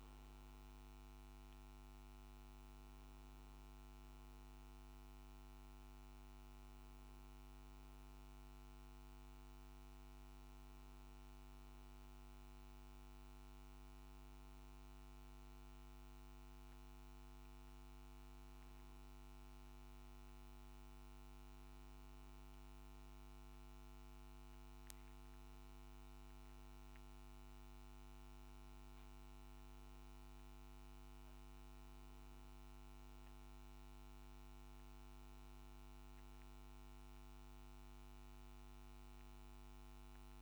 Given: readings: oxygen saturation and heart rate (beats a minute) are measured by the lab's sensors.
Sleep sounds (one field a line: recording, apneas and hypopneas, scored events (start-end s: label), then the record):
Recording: breathing in sleep, hard to hear, by a microphone on the trachea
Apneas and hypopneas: none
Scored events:
none scored
From the record:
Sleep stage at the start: N2 (light sleep)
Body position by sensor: on the back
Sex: male